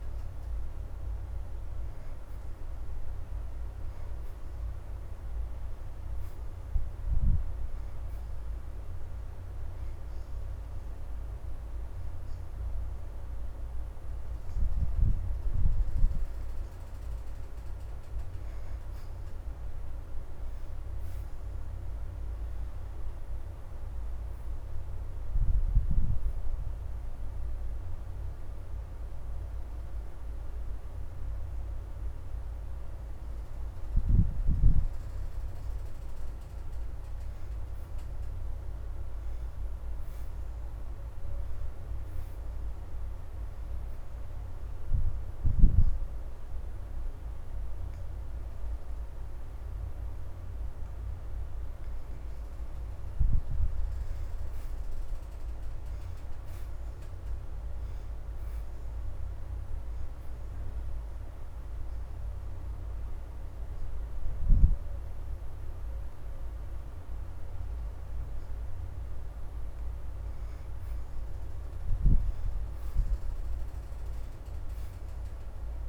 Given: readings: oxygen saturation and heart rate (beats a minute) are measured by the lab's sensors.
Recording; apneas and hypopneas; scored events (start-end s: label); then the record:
breathing in sleep, hard to hear, by a room microphone; 4
0.00-3.00 s: oxygen desaturation (device-marked, oxygen 64% lowest, heart rate 73 extreme)
3.00-6.50 s: arousal
9.00-19.50 s: hypopnea (oxygen 83% before, 62% lowest, heart rate 78 before, 78 extreme, up 6 after)
12.00-22.00 s: oxygen desaturation (device-marked, oxygen 83% before, 70% lowest, heart rate 80 before, 78 extreme)
21.50-24.50 s: arousal
24.00-45.00 s: oxygen desaturation (device-marked, oxygen 78% before, 62% lowest, heart rate 83 before, 78 extreme)
27.50-38.00 s: hypopnea (oxygen 83% before, 62% lowest, heart rate 83 before, 78 extreme, up 5 after)
39.50-42.00 s: arousal
44.50-54.50 s: obstructive apnea (oxygen 78% before, 61% lowest, heart rate 82 before, 79 extreme, up 4 after)
47.00-60.00 s: oxygen desaturation (device-marked, oxygen 79% before, 68% lowest, heart rate 82 before, 79 extreme)
56.50-59.00 s: arousal
61.00-71.00 s: obstructive apnea (oxygen 79% before, 61% lowest, heart rate 82 before, 79 extreme, up 5 after)
62.00-75.00 s: oxygen desaturation (device-marked, oxygen 80% before, 65% lowest, heart rate 82 before, 79 extreme)
73.00-75.89 s: arousal
From the record:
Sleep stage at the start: N2 (light sleep); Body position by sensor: on the back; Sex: female